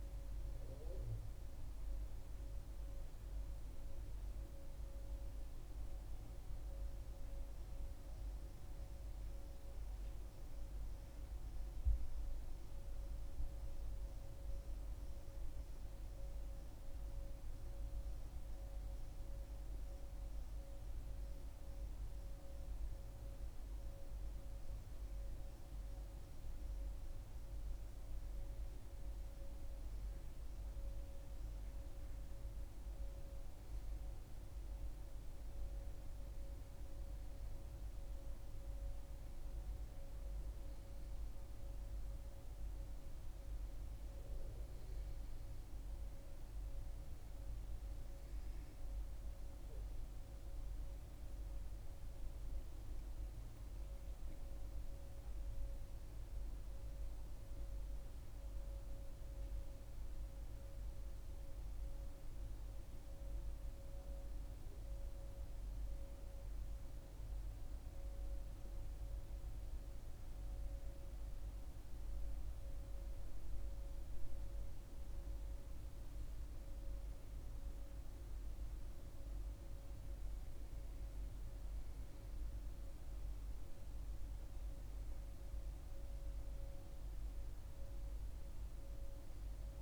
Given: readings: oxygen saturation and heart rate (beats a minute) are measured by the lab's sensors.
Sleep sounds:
breathing in sleep, hard to hear, by a room microphone; none
28.00-89.81 s: new sleep stage, N2 (light sleep)
53.50-57.00 s: arousal
From the record:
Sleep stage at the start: N1 (lightest sleep); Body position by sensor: on the back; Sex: female

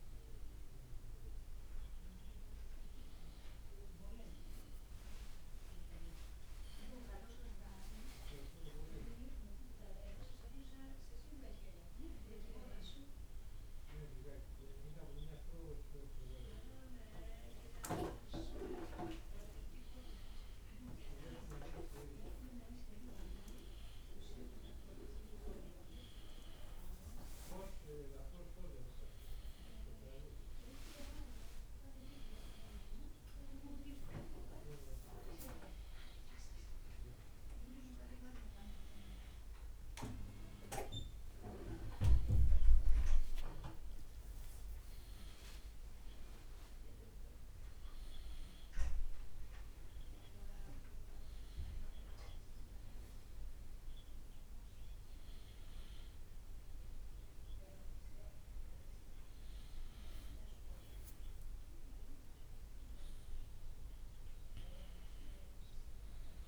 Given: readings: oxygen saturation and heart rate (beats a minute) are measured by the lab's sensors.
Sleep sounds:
a person awake in a sleep study, by a room microphone; none
28.00-30.00 s: long interval between heartbeats (device-marked, heart rate 72 before, 80 extreme)
40.00-42.00 s: long interval between heartbeats (device-marked, heart rate 75 before, 80 extreme)
64.00-66.48 s: new sleep stage, N1 (lightest sleep)
From the record:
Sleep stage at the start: awake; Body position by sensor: on the right side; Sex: male

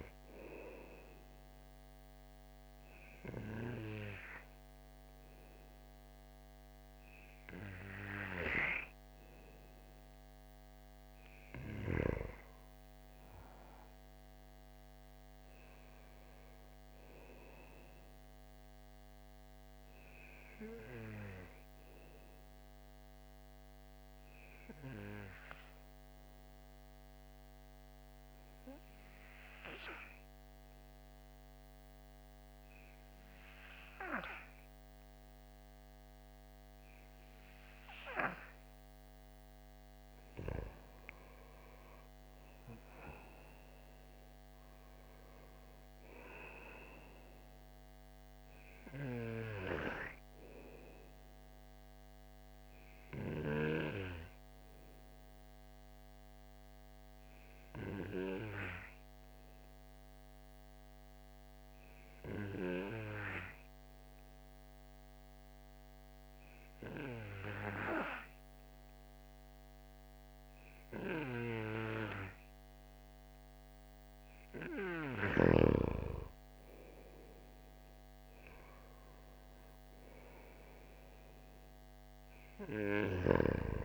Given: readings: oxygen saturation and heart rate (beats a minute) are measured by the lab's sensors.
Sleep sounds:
breathing in sleep by a microphone on the trachea; 3
1.00-12.00 s: obstructive apnea (oxygen 95% before, 89% lowest, heart rate 62 before, 53 extreme, up 8 after)
1.50-19.50 s: oxygen desaturation (device-marked, oxygen 92% before, 89% lowest, heart rate 62 before, 53 extreme)
16.50-20.00 s: arousal
22.50-37.50 s: obstructive apnea (oxygen 97% before, 92% lowest, heart rate 57 before, 51 extreme, up 9 after)
41.00-44.50 s: arousal
47.50-70.50 s: oxygen desaturation (device-marked, oxygen 96% before, 92% lowest, heart rate 56 before, 50 extreme)
52.50-74.50 s: obstructive apnea (oxygen 97% before, 92% lowest, heart rate 58 before, 50 extreme, up 13 after)
76.50-81.00 s: arousal
From the record:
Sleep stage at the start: N2 (light sleep); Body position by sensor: on the right side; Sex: male

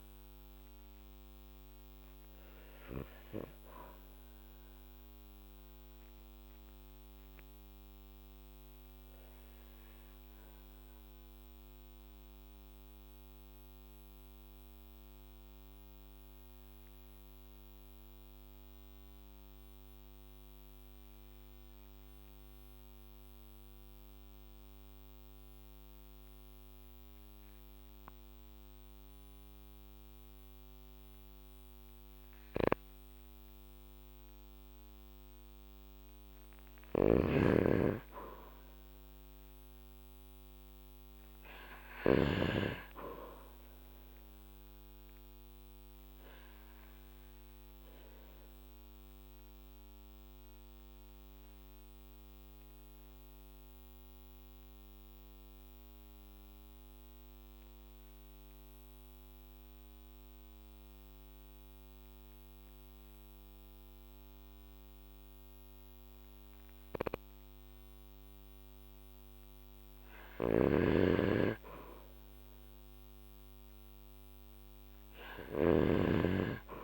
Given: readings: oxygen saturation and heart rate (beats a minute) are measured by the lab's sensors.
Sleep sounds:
breathing in sleep by a microphone on the trachea; 2
6.00-35.00 s: obstructive apnea (oxygen 97% before, 94% lowest, heart rate 56 before, 46 extreme, up 5 after)
36.00-43.00 s: arousal
36.50-42.00 s: snoring (device-marked)
45.50-69.00 s: obstructive apnea (oxygen 99% before, 93% lowest, heart rate 53 before, 46 extreme, up 16 after)
66.50-76.84 s: oxygen desaturation (device-marked, oxygen 99% before, 95% lowest, heart rate 50 before, 49 extreme)
70.00-75.50 s: snoring (device-marked)
71.00-74.50 s: arousal
From the record:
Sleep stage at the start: N2 (light sleep); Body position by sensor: on the back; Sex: male

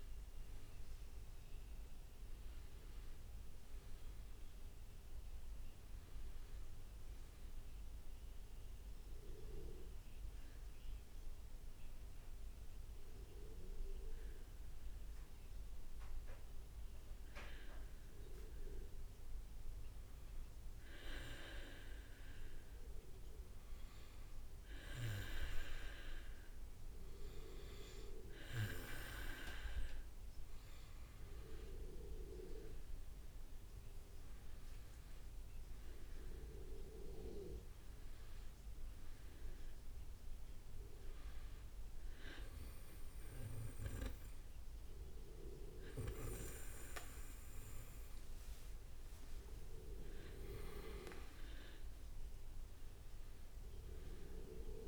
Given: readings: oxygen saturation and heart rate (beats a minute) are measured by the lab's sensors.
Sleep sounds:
breathing in sleep by a room microphone; 1
0.00-2.50 s: arousal
15.00-29.00 s: hypopnea (oxygen 97% before, 95% lowest, heart rate 70 before, 64 extreme, up 8 after)
32.50-37.00 s: arousal
34.00-35.50 s: leg movement (device-marked)
48.00-53.50 s: leg movement (device-marked)
From the record:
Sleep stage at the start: N2 (light sleep); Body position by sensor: on the back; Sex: male

